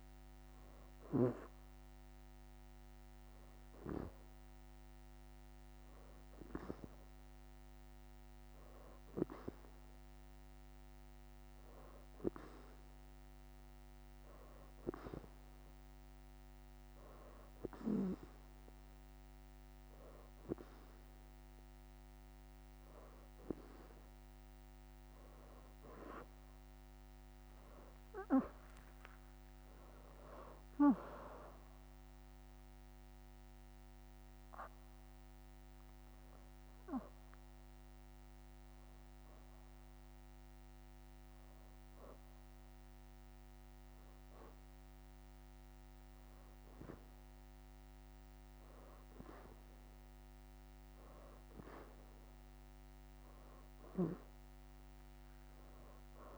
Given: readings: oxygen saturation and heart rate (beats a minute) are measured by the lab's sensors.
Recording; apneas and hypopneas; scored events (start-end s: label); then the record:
breathing in sleep by a microphone on the trachea; 1
18.00-20.50 s: leg movement (device-marked)
24.00-25.50 s: leg movement (device-marked)
25.50-27.00 s: leg movement (device-marked)
28.00-29.00 s: leg movement (device-marked)
28.50-33.00 s: arousal
33.50-52.50 s: oxygen desaturation (device-marked, oxygen 90% before, 85% lowest, heart rate 90 before, 84 extreme)
36.50-48.50 s: hypopnea (oxygen 92% before, 85% lowest, heart rate 91 before, 84 extreme, up 31 after)
50.50-55.00 s: leg movement (device-marked)
53.00-56.38 s: arousal
From the record:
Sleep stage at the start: N2 (light sleep); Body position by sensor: on the back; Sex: female